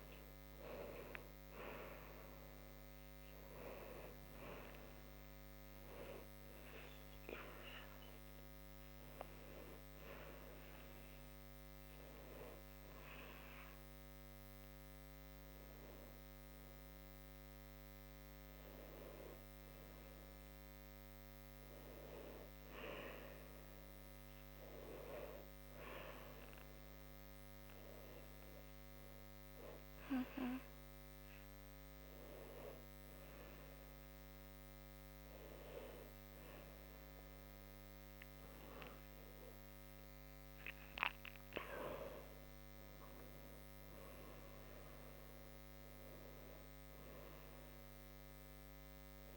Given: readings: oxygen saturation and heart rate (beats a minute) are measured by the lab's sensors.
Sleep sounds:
a person awake in a sleep study, by a microphone on the trachea; none
5.00-49.37 s: new sleep stage, awake
From the record:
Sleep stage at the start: N2 (light sleep); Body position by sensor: on the right side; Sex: female

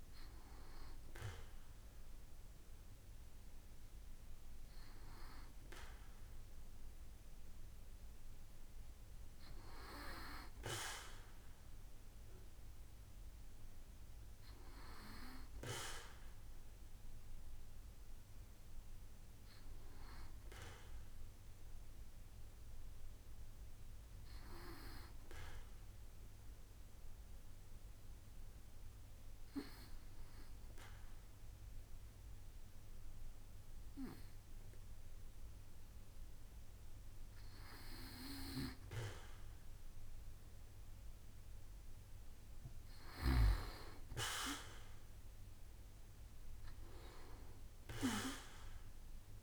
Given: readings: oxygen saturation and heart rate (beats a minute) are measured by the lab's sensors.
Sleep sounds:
breathing in sleep by a room microphone; 1
25.00-37.00 s: hypopnea (oxygen 96% before, 94% lowest, heart rate 69 before, 67 extreme, up 4 after)
45.00-49.43 s: arousal
From the record:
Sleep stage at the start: N2 (light sleep); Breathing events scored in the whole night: 286 in 8.8 hours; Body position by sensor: on the back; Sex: male

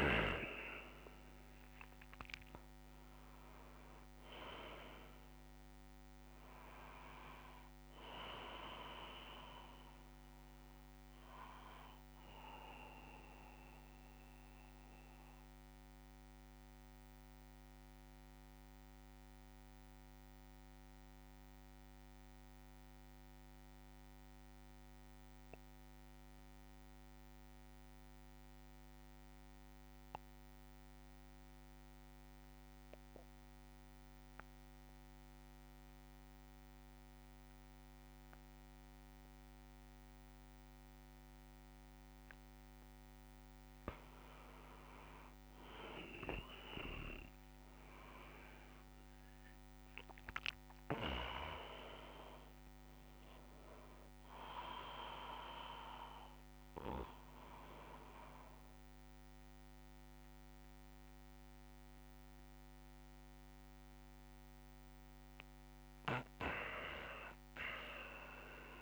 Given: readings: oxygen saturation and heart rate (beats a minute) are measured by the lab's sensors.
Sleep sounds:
breathing in sleep by a microphone on the trachea; 1
0.00-2.50 s: arousal
0.00-20.50 s: oxygen desaturation (device-marked, oxygen 88% lowest)
13.50-42.50 s: mixed apnea (oxygen 99% before, 86% lowest)
36.50-68.82 s: oxygen desaturation (device-marked, oxygen 98% before, 86% lowest)
44.00-49.00 s: arousal
From the record:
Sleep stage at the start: N2 (light sleep); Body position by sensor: on the back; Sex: male

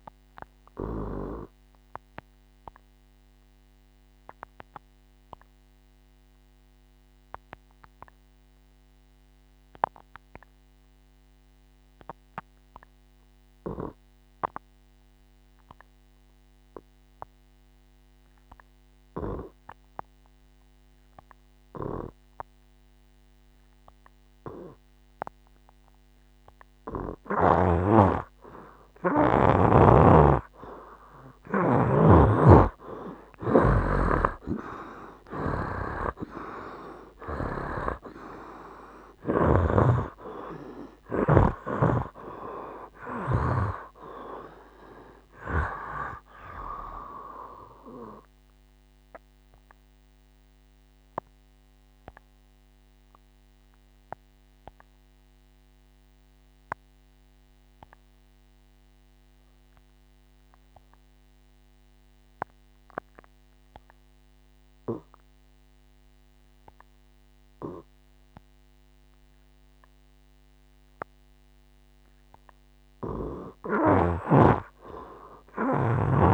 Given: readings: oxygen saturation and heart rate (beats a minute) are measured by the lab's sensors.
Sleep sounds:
breathing in sleep by a microphone on the trachea; 2
2.50-29.50 s: obstructive apnea (oxygen 86% before, 72% lowest, heart rate 70 before, 57 extreme, up 17 after)
20.50-28.50 s: oxygen desaturation (device-marked, oxygen 81% before, 78% lowest, heart rate 64 before, 60 extreme)
30.50-63.50 s: oxygen desaturation (device-marked, oxygen 95% before, 72% lowest, heart rate 59 before, 56 extreme)
33.00-37.50 s: arousal
39.50-44.00 s: snoring (device-marked)
49.50-72.00 s: obstructive apnea (oxygen 95% before, 72% lowest, heart rate 74 before, 56 extreme, up 7 after)
74.50-76.34 s: arousal
From the record:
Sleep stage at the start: N2 (light sleep); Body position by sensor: on the right side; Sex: male

